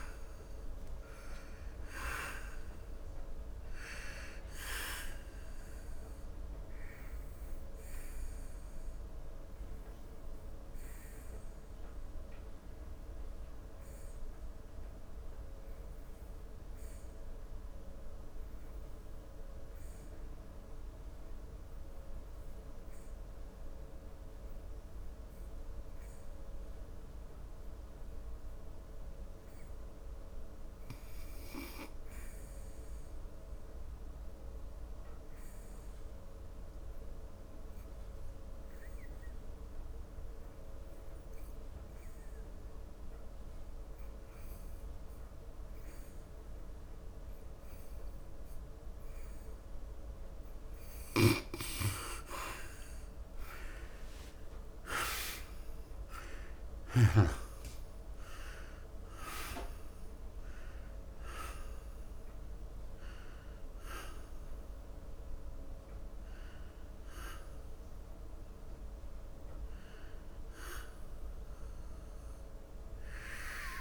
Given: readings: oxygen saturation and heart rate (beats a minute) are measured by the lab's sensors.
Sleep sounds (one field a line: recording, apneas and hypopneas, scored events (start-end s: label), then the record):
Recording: breathing in sleep by a room microphone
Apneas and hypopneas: 1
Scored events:
0.00-24.50 s: oxygen desaturation (device-marked, oxygen 85% lowest, heart rate 61 extreme)
5.00-49.00 s: obstructive apnea (oxygen 94% before, 72% lowest, heart rate 74 before, 61 extreme, up 14 after)
31.50-70.50 s: oxygen desaturation (device-marked, oxygen 97% before, 77% lowest, heart rate 72 before, 64 extreme)
51.00-55.00 s: arousal
From the record:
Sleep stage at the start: N2 (light sleep)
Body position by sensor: on the back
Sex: male